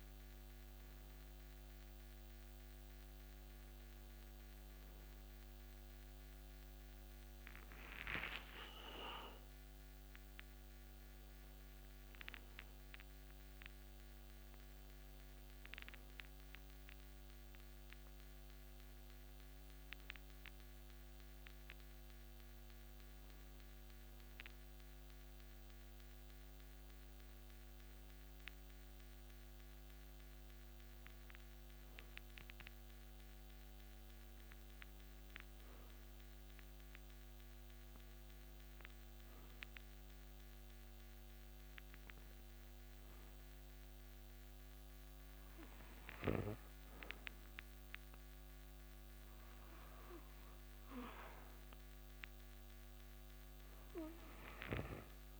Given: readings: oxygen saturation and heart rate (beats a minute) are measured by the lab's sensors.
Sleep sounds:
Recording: breathing in sleep by a microphone on the trachea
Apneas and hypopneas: none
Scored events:
7.50-12.50 s: arousal
8.00-55.40 s: new sleep stage, N2 (light sleep)
From the record:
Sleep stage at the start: N1 (lightest sleep)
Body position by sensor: on the right side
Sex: male

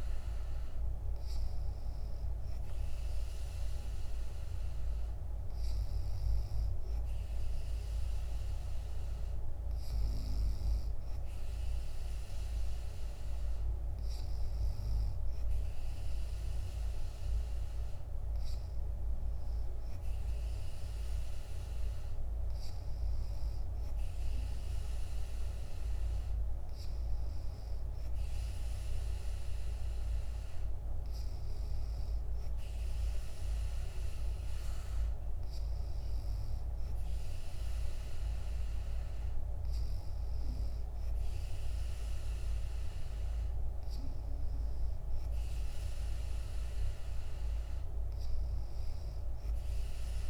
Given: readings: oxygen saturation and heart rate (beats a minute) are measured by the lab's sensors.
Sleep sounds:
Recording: breathing in sleep, hard to hear, by a room microphone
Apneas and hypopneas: none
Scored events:
none scored
From the record:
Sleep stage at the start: N2 (light sleep)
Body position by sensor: on the back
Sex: female

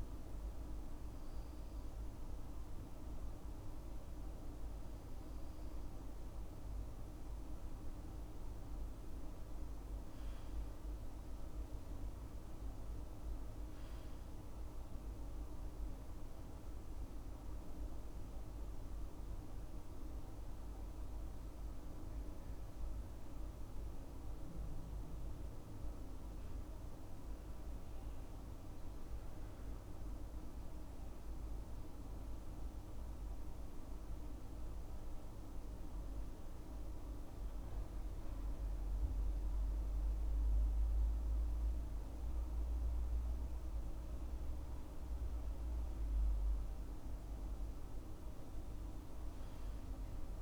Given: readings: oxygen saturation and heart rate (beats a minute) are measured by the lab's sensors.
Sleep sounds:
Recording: breathing in sleep, hard to hear, by a room microphone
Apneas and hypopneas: 1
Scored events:
28.00-50.41 s: new sleep stage, N2 (light sleep)
31.00-42.00 s: hypopnea (oxygen 96% before, 96% lowest, heart rate 69 before, 63 extreme, up 6 after)
44.50-47.50 s: arousal
From the record:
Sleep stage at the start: N3 (deep sleep)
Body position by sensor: on the left side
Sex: male

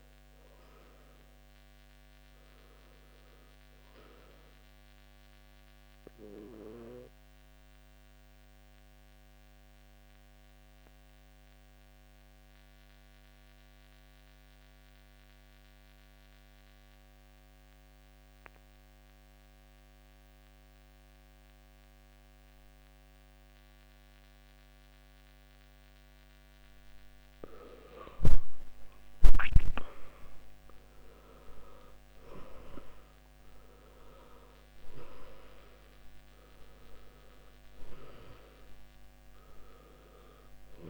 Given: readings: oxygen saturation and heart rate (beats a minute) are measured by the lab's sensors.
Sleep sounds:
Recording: breathing in sleep by a microphone on the trachea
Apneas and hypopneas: 1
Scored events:
0.00-16.50 s: oxygen desaturation (device-marked, oxygen 83% lowest, heart rate 55 extreme)
4.00-29.00 s: obstructive apnea (oxygen 95% before, 83% lowest, heart rate 71 before, 51 extreme, up 14 after)
30.00-33.50 s: arousal
34.50-40.90 s: oxygen desaturation (device-marked, oxygen 98% before, 88% lowest, heart rate 61 before, 51 extreme)
From the record:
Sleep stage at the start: N2 (light sleep)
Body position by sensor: on the back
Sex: male

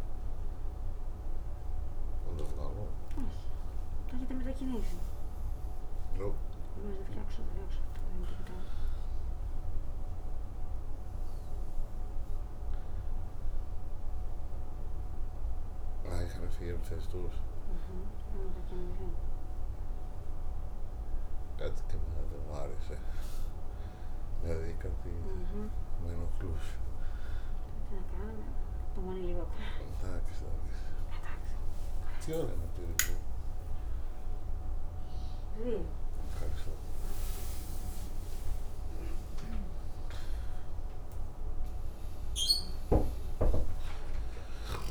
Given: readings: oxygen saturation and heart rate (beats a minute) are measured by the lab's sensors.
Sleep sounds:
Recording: breathing in sleep by a room microphone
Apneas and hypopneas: none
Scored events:
16.00-22.50 s: snoring (device-marked)
From the record:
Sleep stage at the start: N1 (lightest sleep)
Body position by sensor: on the back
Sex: male

